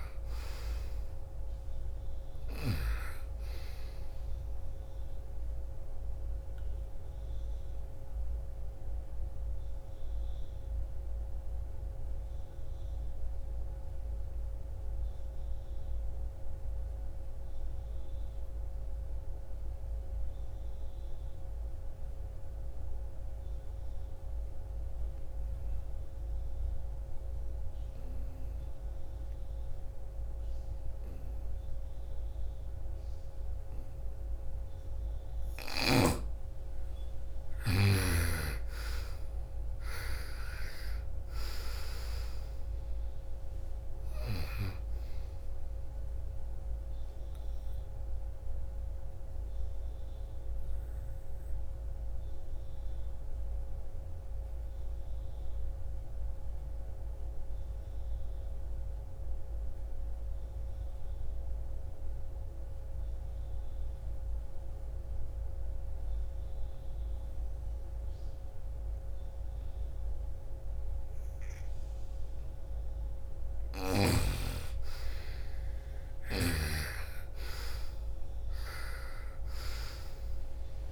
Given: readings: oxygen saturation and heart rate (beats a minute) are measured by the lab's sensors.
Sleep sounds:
breathing in sleep by a room microphone; 2
0.00-2.00 s: snoring (device-marked)
0.00-12.00 s: oxygen desaturation (device-marked, oxygen 84% lowest, heart rate 56 extreme)
5.00-33.50 s: obstructive apnea (oxygen 99% before, 81% lowest, heart rate 60 before, 56 extreme, up 10 after)
31.00-63.00 s: oxygen desaturation (device-marked, oxygen 98% before, 81% lowest, heart rate 58 before, 48 extreme)
35.50-40.00 s: arousal
46.50-73.00 s: obstructive apnea (oxygen 99% before, 81% lowest, heart rate 62 before, 48 extreme, up 17 after)
71.00-80.92 s: oxygen desaturation (device-marked, oxygen 99% before, 82% lowest, heart rate 60 before, 47 extreme)
74.50-78.50 s: arousal
From the record:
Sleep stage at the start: N2 (light sleep); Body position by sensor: on the right side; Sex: female

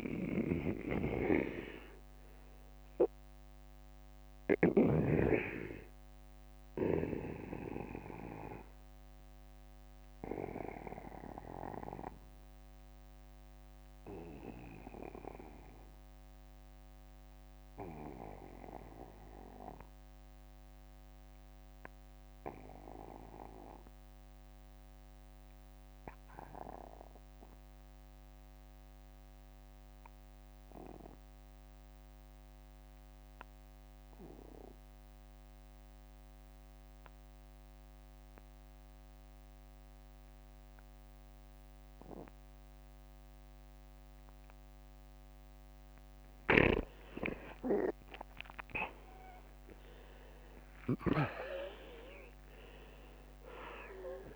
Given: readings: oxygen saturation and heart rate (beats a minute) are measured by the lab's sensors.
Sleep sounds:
breathing in sleep by a microphone on the trachea; 1
0.00-22.50 s: oxygen desaturation (device-marked, oxygen 86% lowest, heart rate 49 extreme)
8.00-44.00 s: obstructive apnea (oxygen 96% before, 76% lowest, heart rate 55 before, 49 extreme, up 24 after)
14.50-16.50 s: long interval between heartbeats (device-marked, heart rate 58 before, 52 extreme)
38.50-54.36 s: oxygen desaturation (device-marked, oxygen 95% before, 83% lowest, heart rate 55 before, 43 extreme)
46.50-48.50 s: long interval between heartbeats (device-marked, heart rate 55 before, 68 extreme)
51.00-54.36 s: arousal
From the record:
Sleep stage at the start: N2 (light sleep); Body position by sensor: on the back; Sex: male

